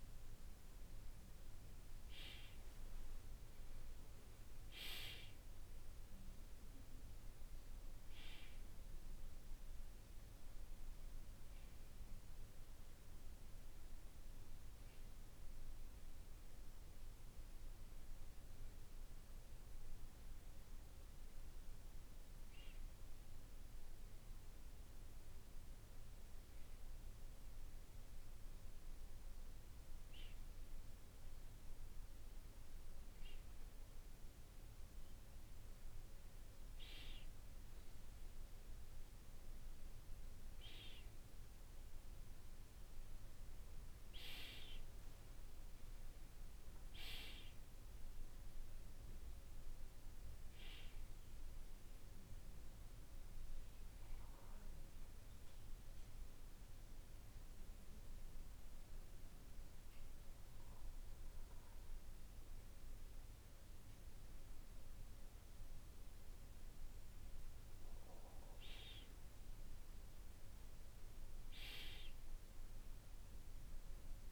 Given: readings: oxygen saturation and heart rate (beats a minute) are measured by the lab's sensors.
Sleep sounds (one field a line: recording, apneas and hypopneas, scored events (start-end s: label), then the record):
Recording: breathing in sleep by a room microphone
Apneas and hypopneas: none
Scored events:
none scored
From the record:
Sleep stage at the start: N2 (light sleep)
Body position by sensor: on the back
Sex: male